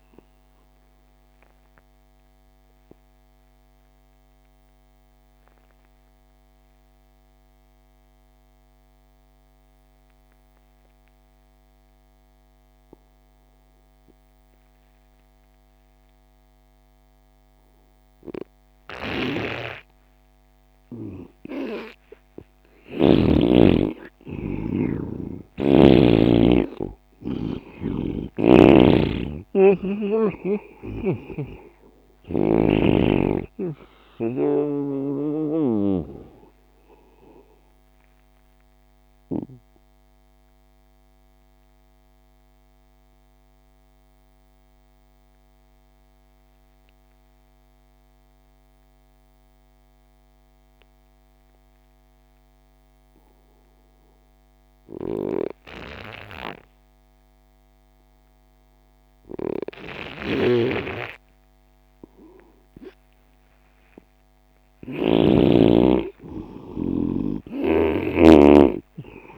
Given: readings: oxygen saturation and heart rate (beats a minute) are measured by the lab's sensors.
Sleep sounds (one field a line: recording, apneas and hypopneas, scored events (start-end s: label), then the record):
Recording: breathing in sleep by a microphone on the trachea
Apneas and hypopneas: 2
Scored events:
0.00-13.50 s: oxygen desaturation (device-marked, oxygen 87% lowest)
1.00-21.50 s: obstructive apnea (oxygen 98% before, 87% lowest)
23.50-27.00 s: arousal
27.50-46.50 s: oxygen desaturation (device-marked, oxygen 98% before, 87% lowest)
28.00-31.50 s: snoring (device-marked)
38.00-64.00 s: mixed apnea (oxygen 98% before, 87% lowest)
60.50-65.50 s: snoring (device-marked)
61.50-69.38 s: oxygen desaturation (device-marked, oxygen 99% before, 89% lowest)
65.50-69.00 s: arousal
From the record:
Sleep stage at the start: N2 (light sleep)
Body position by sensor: on the right side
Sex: male